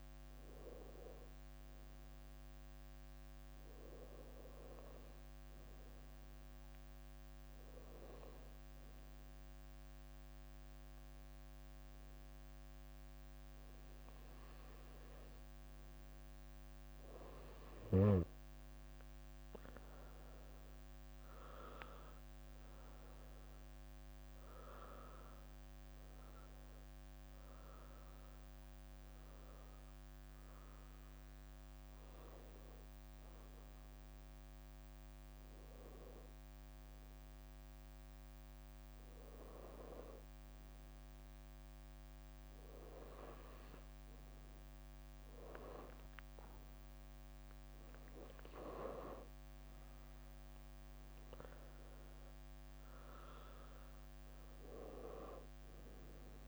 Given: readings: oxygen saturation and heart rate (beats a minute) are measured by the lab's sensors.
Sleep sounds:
breathing in sleep by a microphone on the trachea; none
4.00-10.00 s: leg movement (device-marked)
14.00-23.00 s: leg movement (device-marked)
19.00-24.50 s: arousal
29.50-30.50 s: leg movement (device-marked)
32.00-33.50 s: leg movement (device-marked)
35.00-37.00 s: leg movement (device-marked)
39.00-41.00 s: leg movement (device-marked)
42.00-44.50 s: leg movement (device-marked)
51.00-56.48 s: leg movement (device-marked)
From the record:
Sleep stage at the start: N2 (light sleep); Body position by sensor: on the right side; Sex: female

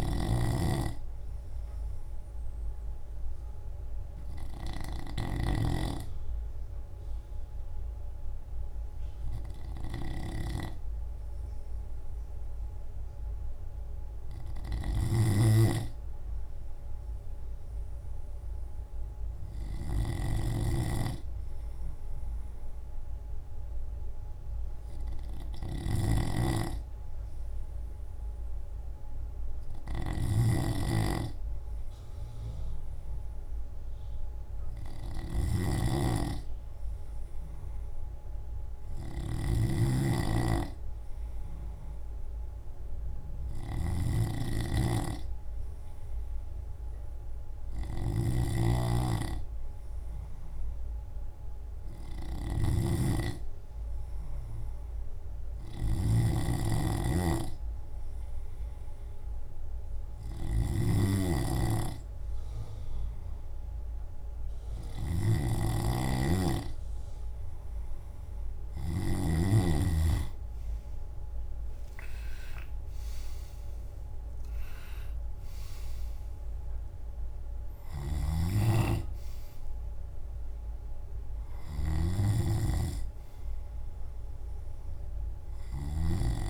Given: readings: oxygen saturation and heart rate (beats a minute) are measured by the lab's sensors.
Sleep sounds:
breathing in sleep by a room microphone; 1
1.50-15.50 s: hypopnea (oxygen 96% before, 92% lowest, heart rate 56 before, 54 extreme, up 5 after)
17.50-22.00 s: arousal
35.00-40.00 s: snoring (device-marked)
56.00-69.00 s: snoring (device-marked)
From the record:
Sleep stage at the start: N2 (light sleep); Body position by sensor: on the left side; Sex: male

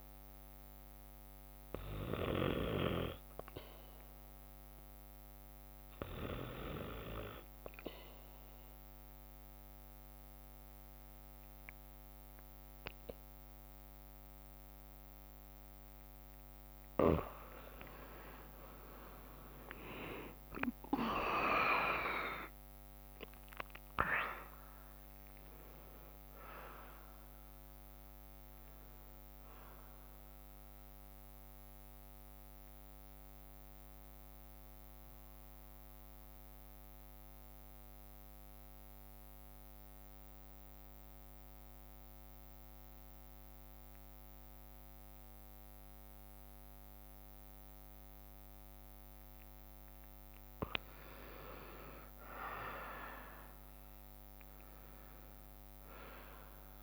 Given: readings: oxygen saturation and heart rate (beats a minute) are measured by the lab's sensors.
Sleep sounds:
breathing in sleep by a microphone on the trachea; 2
6.00-17.00 s: obstructive apnea (oxygen 96% before, 93% lowest, heart rate 62 before, 57 extreme, up 7 after)
19.00-24.00 s: arousal
21.00-34.00 s: drop in pulse transit time (device-marked, heart rate 63 before, 66 extreme)
30.50-49.00 s: central apnea (oxygen 95% before, 92% lowest, heart rate 66 before, 57 extreme, up 6 after)
33.00-39.00 s: bradycardia (device-marked, heart rate 65 before, 57 extreme)
52.50-56.00 s: arousal
From the record:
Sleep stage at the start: N2 (light sleep); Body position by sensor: on the back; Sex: female

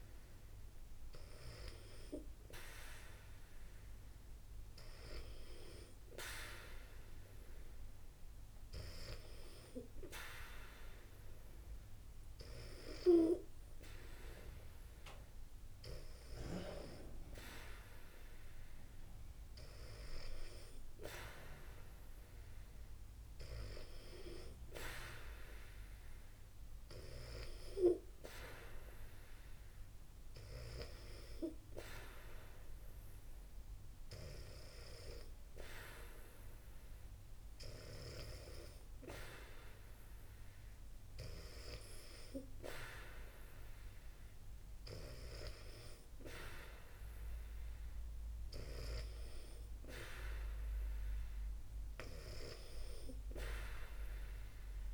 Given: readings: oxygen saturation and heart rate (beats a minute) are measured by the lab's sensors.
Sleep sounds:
breathing in sleep by a room microphone; none
0.50-11.50 s: oxygen desaturation (device-marked, oxygen 94% before, 90% lowest, heart rate 65 before, 61 extreme)
From the record:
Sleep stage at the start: N2 (light sleep); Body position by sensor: on the back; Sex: female

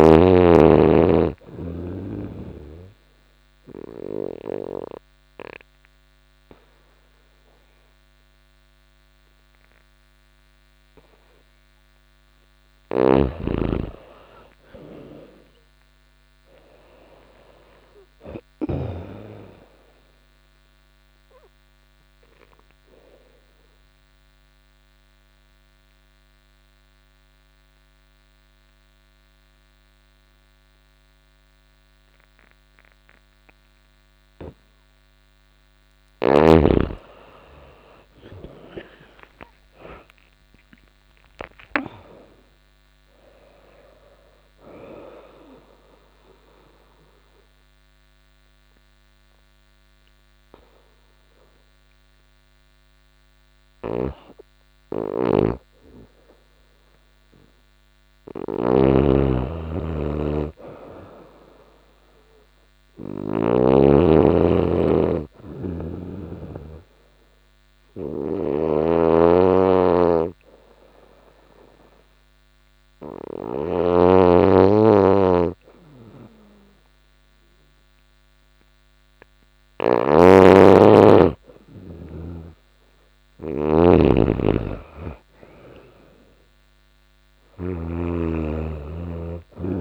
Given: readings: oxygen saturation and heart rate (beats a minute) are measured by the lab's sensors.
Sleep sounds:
breathing in sleep by a microphone on the trachea; 3
1.00-12.00 s: obstructive apnea (oxygen 96% before, 89% lowest, heart rate 88 before, 86 extreme, up 14 after)
9.50-18.50 s: oxygen desaturation (device-marked, oxygen 97% before, 90% lowest, heart rate 86 before, 85 extreme)
12.00-18.00 s: snoring (device-marked)
13.00-16.50 s: arousal
20.50-35.50 s: obstructive apnea (oxygen 97% before, 89% lowest, heart rate 90 before, 85 extreme, up 23 after)
27.50-36.50 s: oxygen desaturation (device-marked, oxygen 96% before, 91% lowest, heart rate 91 before, 85 extreme)
36.00-39.50 s: arousal
45.00-55.00 s: obstructive apnea (oxygen 96% before, 89% lowest, heart rate 93 before, 86 extreme, up 1 after)
46.50-59.50 s: oxygen desaturation (device-marked, oxygen 96% before, 89% lowest, heart rate 93 before, 85 extreme)
53.00-63.00 s: snoring (device-marked)
59.00-62.00 s: arousal
67.50-73.00 s: snoring (device-marked)
84.00-87.50 s: snoring (device-marked)
84.00-88.00 s: arousal
86.50-89.81 s: oxygen desaturation (device-marked, oxygen 96% before, 91% lowest, heart rate 87 before, 84 extreme)
From the record:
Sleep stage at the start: N2 (light sleep); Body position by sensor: on the back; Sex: female

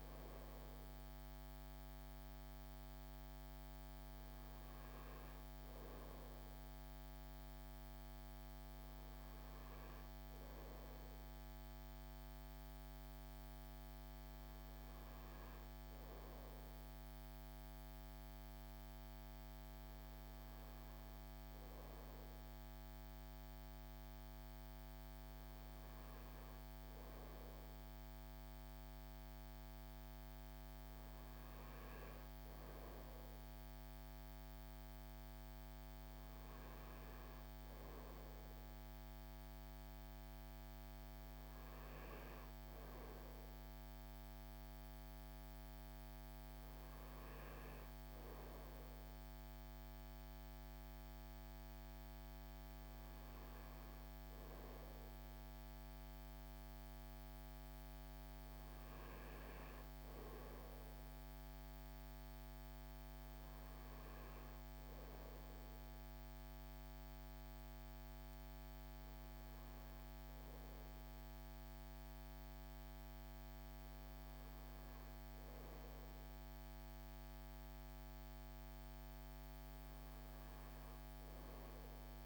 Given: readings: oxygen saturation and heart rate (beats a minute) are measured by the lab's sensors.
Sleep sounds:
breathing in sleep, hard to hear, by a microphone on the trachea; none
none scored
From the record:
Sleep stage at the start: N2 (light sleep); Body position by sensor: on the front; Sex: male

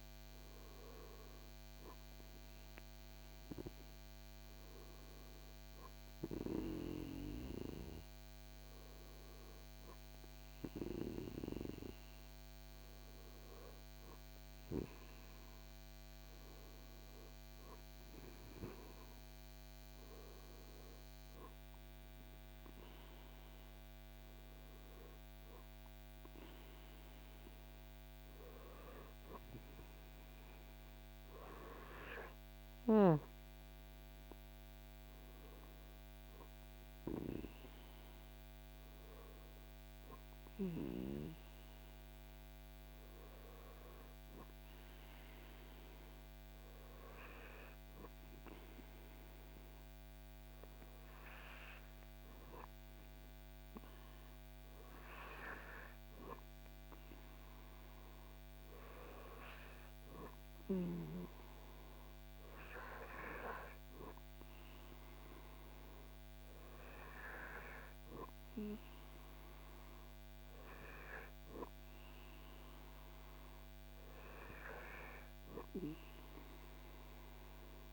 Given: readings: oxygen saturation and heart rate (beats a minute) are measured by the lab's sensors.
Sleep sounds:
breathing in sleep by a microphone on the trachea; none
none scored
From the record:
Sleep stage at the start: N2 (light sleep); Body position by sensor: on the back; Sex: male

